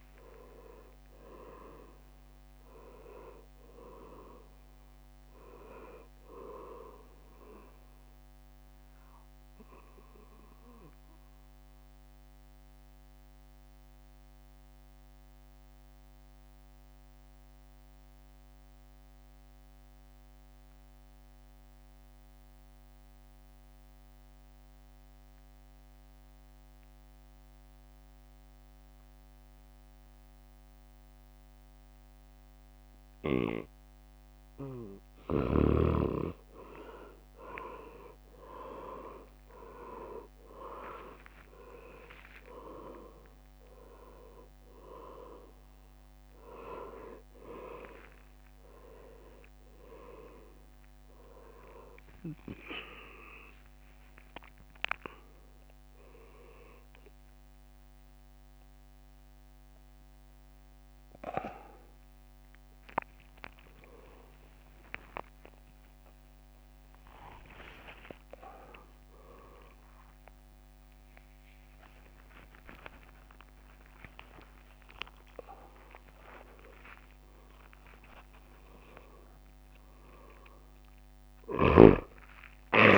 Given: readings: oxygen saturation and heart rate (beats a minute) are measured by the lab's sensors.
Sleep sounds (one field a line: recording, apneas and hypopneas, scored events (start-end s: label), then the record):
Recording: a person partly awake in a sleep study, by a microphone on the trachea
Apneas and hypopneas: 1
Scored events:
0.00-10.50 s: drop in pulse transit time (device-marked, heart rate 66 extreme)
0.00-18.50 s: oxygen desaturation (device-marked, oxygen 90% lowest, heart rate 60 extreme)
2.00-8.00 s: leg movement (device-marked)
8.50-34.50 s: obstructive apnea (oxygen 99% before, 90% lowest, heart rate 71 before, 60 extreme, up 10 after)
33.50-37.50 s: leg movement (device-marked)
35.50-67.50 s: oxygen desaturation (device-marked, oxygen 99% before, 90% lowest, heart rate 63 before, 67 extreme)
36.50-48.50 s: drop in pulse transit time (device-marked, heart rate 63 before, 67 extreme)
43.50-47.00 s: leg movement (device-marked)
45.50-82.98 s: new sleep stage, awake
49.00-54.50 s: leg movement (device-marked)
56.50-58.50 s: long interval between heartbeats (device-marked, heart rate 71 before, 84 extreme)
57.50-59.50 s: tachycardia (device-marked, heart rate 66 before, 87 extreme)
61.00-63.00 s: long interval between heartbeats (device-marked, heart rate 74 before, 104 extreme)
65.50-80.50 s: tachycardia (device-marked, heart rate 66 before, 167 extreme)
68.50-70.50 s: long interval between heartbeats (device-marked, heart rate 84 before, 105 extreme)
70.50-82.98 s: drop in pulse transit time (device-marked, heart rate 88 before, 102 extreme)
73.00-75.00 s: long interval between heartbeats (device-marked, heart rate 94 before, 152 extreme)
75.50-77.50 s: long interval between heartbeats (device-marked, heart rate 107 before, 135 extreme)
77.50-79.50 s: long interval between heartbeats (device-marked, heart rate 113 before, 117 extreme)
From the record:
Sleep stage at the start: N2 (light sleep)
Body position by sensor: on the back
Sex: male